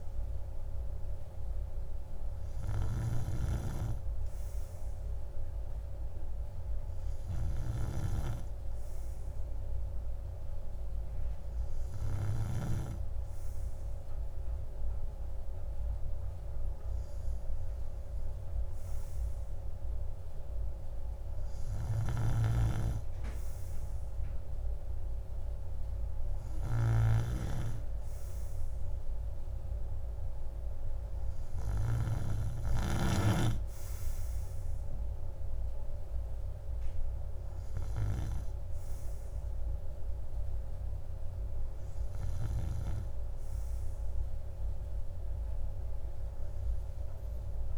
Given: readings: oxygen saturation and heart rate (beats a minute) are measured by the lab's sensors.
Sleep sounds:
breathing in sleep by a room microphone; none
none scored
From the record:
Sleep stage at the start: N3 (deep sleep); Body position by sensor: on the right side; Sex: male

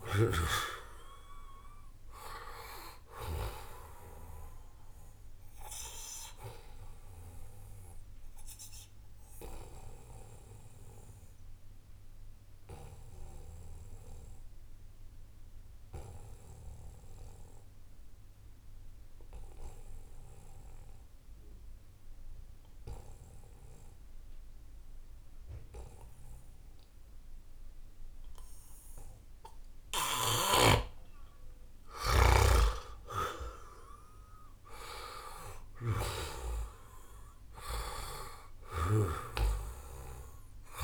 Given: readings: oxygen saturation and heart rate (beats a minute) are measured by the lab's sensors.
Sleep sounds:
breathing in sleep by a room microphone; 1
0.00-16.00 s: oxygen desaturation (device-marked, oxygen 90% lowest, heart rate 71 extreme)
7.00-29.50 s: obstructive apnea (oxygen 96% before, 89% lowest, heart rate 75 before, 71 extreme, up 2 after)
31.00-34.50 s: arousal
32.00-40.84 s: oxygen desaturation (device-marked, oxygen 97% before, 91% lowest, heart rate 75 before, 70 extreme)
From the record:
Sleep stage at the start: N2 (light sleep); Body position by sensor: on the back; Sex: male

